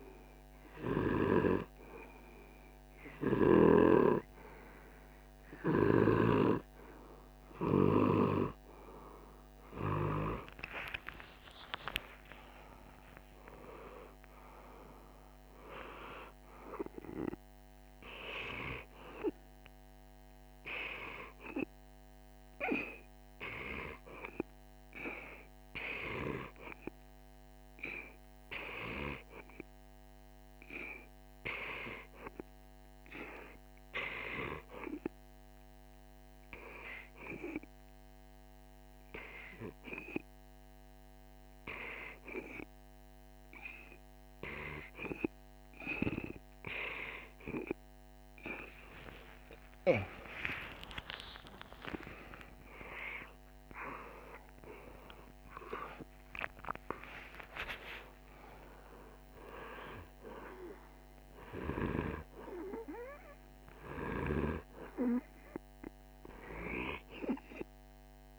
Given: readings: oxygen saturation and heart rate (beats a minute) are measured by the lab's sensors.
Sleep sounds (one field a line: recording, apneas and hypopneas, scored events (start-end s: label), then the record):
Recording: breathing in sleep by a microphone on the trachea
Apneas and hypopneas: 1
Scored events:
10.50-17.50 s: arousal
11.00-17.00 s: oxygen desaturation (device-marked, oxygen 97% before, 95% lowest, heart rate 53 before, 51 extreme)
35.00-45.50 s: hypopnea (oxygen 98% before, 95% lowest, heart rate 52 before, 51 extreme, up 31 after)
49.00-54.50 s: arousal
From the record:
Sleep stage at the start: N2 (light sleep)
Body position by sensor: on the right side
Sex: male